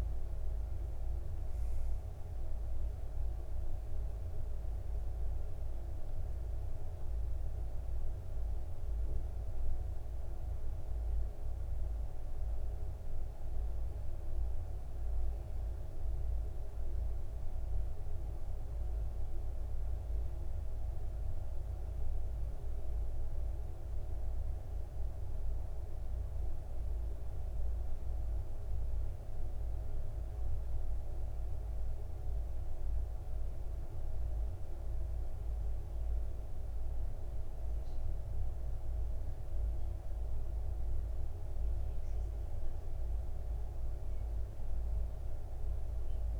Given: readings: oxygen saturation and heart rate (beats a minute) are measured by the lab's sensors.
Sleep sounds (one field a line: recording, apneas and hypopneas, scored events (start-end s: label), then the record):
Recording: breathing in sleep, hard to hear, by a room microphone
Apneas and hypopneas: none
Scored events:
none scored
From the record:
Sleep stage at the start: N2 (light sleep)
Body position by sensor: on the back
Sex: male